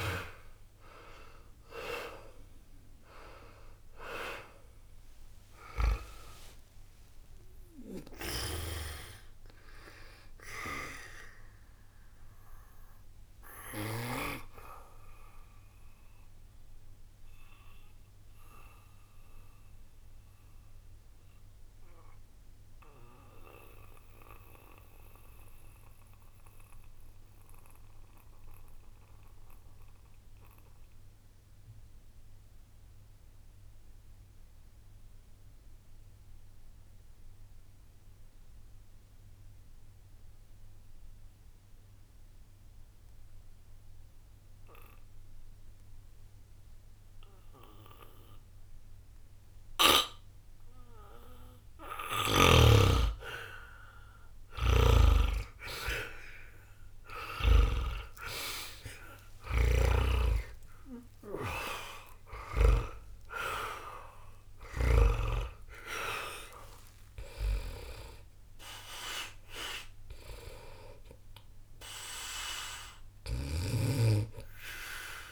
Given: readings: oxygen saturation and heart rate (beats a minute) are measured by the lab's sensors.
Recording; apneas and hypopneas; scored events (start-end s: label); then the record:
breathing in sleep by a room microphone; 1
0.00-39.00 s: oxygen desaturation (device-marked, oxygen 77% lowest, heart rate 59 extreme)
12.50-53.00 s: obstructive apnea (oxygen 97% before, 77% lowest, heart rate 60 before, 59 extreme, up 0 after)
54.50-60.00 s: snoring (device-marked)
55.50-61.00 s: arousal
59.00-72.00 s: oxygen desaturation (device-marked, oxygen 97% before, 92% lowest, heart rate 60 before, 60 extreme)
From the record:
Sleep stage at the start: N2 (light sleep); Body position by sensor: on the back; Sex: male